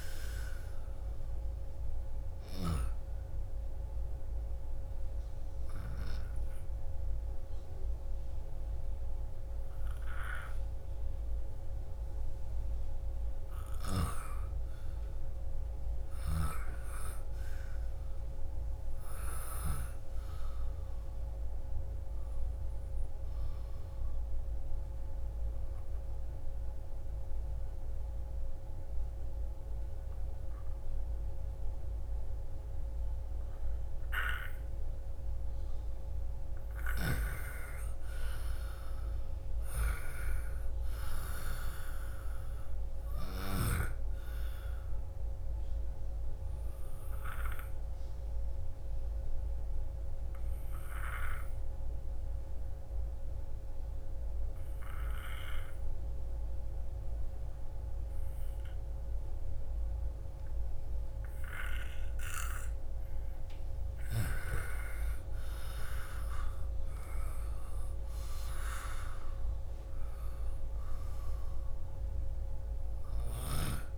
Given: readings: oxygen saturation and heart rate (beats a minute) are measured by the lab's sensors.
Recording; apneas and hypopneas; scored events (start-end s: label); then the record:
breathing in sleep by a room microphone; 3
0.50-3.50 s: oxygen desaturation (device-marked, oxygen 99% before, 93% lowest, heart rate 39 before, 26 extreme)
3.00-14.00 s: obstructive apnea (oxygen 99% before, 85% lowest)
8.50-24.50 s: oxygen desaturation (device-marked, oxygen 97% before, 85% lowest)
15.50-19.00 s: arousal
25.50-36.50 s: obstructive apnea (oxygen 98% before, 86% lowest)
38.00-41.50 s: arousal
46.50-58.50 s: oxygen desaturation (device-marked, oxygen 98% before, 90% lowest, heart rate 42 before, 28 extreme)
51.00-63.50 s: obstructive apnea (oxygen 98% before, 83% lowest)
65.00-68.00 s: arousal
68.50-73.98 s: oxygen desaturation (device-marked, oxygen 98% before, 86% lowest)
From the record:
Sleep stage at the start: N2 (light sleep); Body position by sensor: on the left side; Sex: female